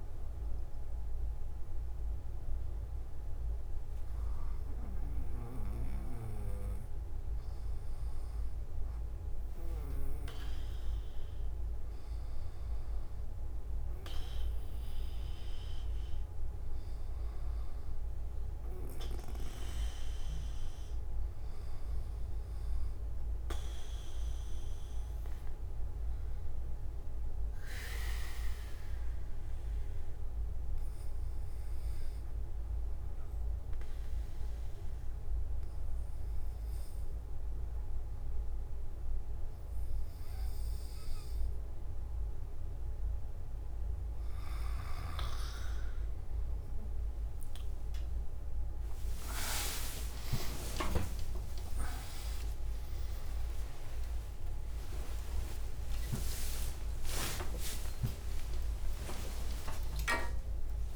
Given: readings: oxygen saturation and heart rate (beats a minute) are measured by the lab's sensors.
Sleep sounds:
breathing in sleep by a room microphone; 1
27.50-43.50 s: obstructive apnea (oxygen 98% before, 92% lowest)
From the record:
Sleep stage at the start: N3 (deep sleep); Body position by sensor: on the back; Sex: male

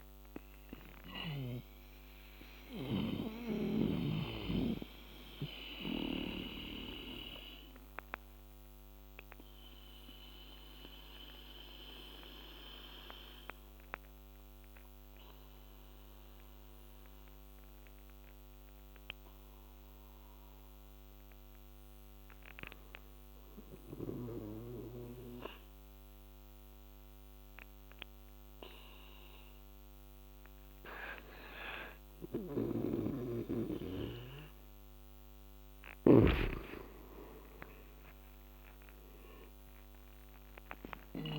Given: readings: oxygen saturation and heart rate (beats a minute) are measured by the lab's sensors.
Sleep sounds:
breathing in sleep by a microphone on the trachea; 1
0.00-1.00 s: snoring (device-marked)
0.00-2.00 s: oxygen desaturation (device-marked, oxygen 89% lowest, heart rate 71 extreme)
1.00-22.50 s: obstructive apnea (oxygen 99% before, 88% lowest, heart rate 76 before, 71 extreme, up 11 after)
15.00-27.00 s: oxygen desaturation (device-marked, oxygen 95% before, 88% lowest, heart rate 79 before, 73 extreme)
32.00-36.00 s: arousal
32.00-41.00 s: snoring (device-marked)
37.00-39.00 s: long interval between heartbeats (device-marked, heart rate 77 before, 89 extreme)
37.00-41.39 s: oxygen desaturation (device-marked, oxygen 99% before, 90% lowest, heart rate 77 before, 75 extreme)
From the record:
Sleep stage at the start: N2 (light sleep); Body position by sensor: on the back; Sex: male

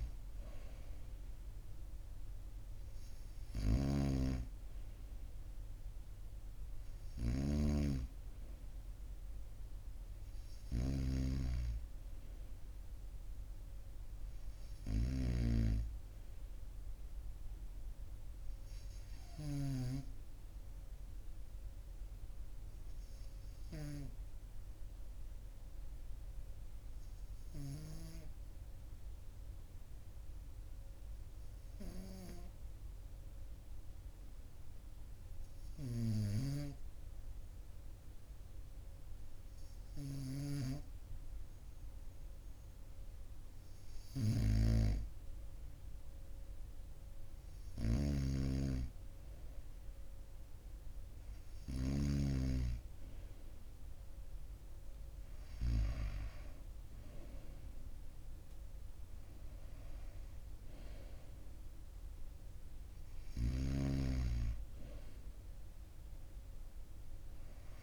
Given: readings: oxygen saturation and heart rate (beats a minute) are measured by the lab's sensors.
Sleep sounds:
breathing in sleep by a room microphone; 1
3.50-7.50 s: snoring (device-marked)
27.50-42.00 s: hypopnea (oxygen 98% before, 95% lowest, heart rate 44 before, 43 extreme, up 1 after)
45.50-49.50 s: arousal
47.50-52.00 s: snoring (device-marked)
From the record:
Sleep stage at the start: N2 (light sleep); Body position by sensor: on the right side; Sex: male

